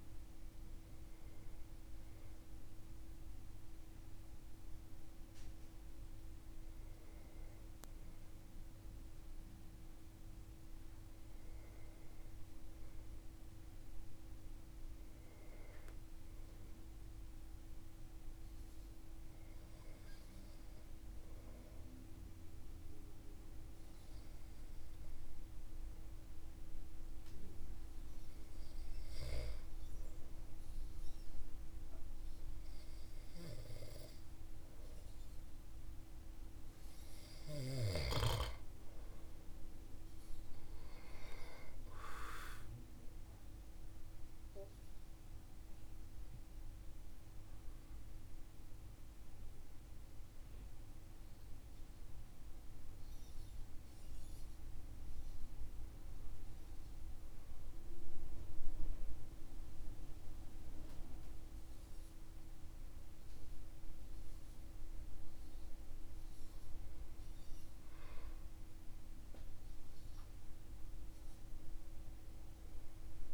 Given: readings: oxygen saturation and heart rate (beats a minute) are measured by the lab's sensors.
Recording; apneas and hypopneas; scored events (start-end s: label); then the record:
breathing in sleep, hard to hear, by a room microphone; 1
20.50-36.50 s: hypopnea (oxygen 97% before, 93% lowest)
40.50-44.50 s: arousal
46.50-64.50 s: oxygen desaturation (device-marked, oxygen 96% before, 93% lowest)
63.50-73.34 s: new sleep stage, N1 (lightest sleep)
From the record:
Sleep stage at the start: N2 (light sleep); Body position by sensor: on the back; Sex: male